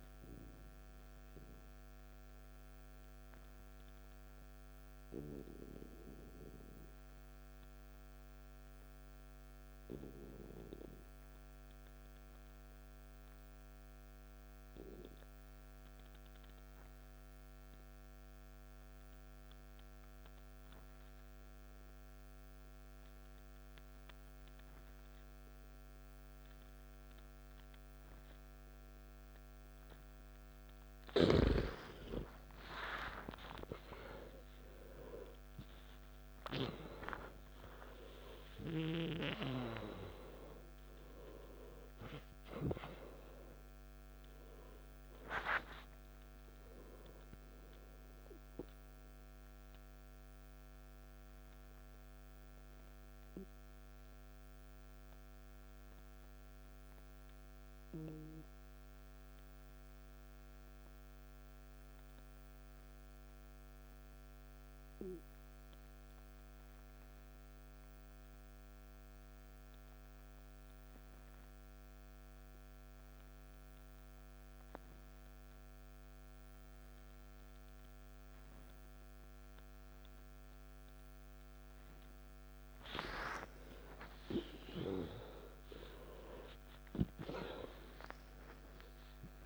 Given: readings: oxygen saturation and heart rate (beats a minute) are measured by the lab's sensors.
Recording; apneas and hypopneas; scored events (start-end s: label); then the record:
breathing in sleep by a microphone on the trachea; 2
0.00-4.00 s: oxygen desaturation (device-marked, oxygen 86% lowest, heart rate 53 extreme)
1.50-31.50 s: mixed apnea (oxygen 92% before, 89% lowest, heart rate 71 before, 53 extreme, up 19 after)
25.00-56.00 s: oxygen desaturation (device-marked, oxygen 98% before, 89% lowest, heart rate 54 before, 54 extreme)
32.50-37.00 s: arousal
51.00-83.50 s: mixed apnea (oxygen 97% before, 88% lowest, heart rate 68 before, 54 extreme, up 14 after)
77.00-89.46 s: oxygen desaturation (device-marked, oxygen 98% before, 88% lowest, heart rate 56 before, 55 extreme)
84.00-88.00 s: arousal
85.00-89.46 s: new sleep stage, N1 (lightest sleep)
From the record:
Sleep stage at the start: N2 (light sleep); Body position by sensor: on the back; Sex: male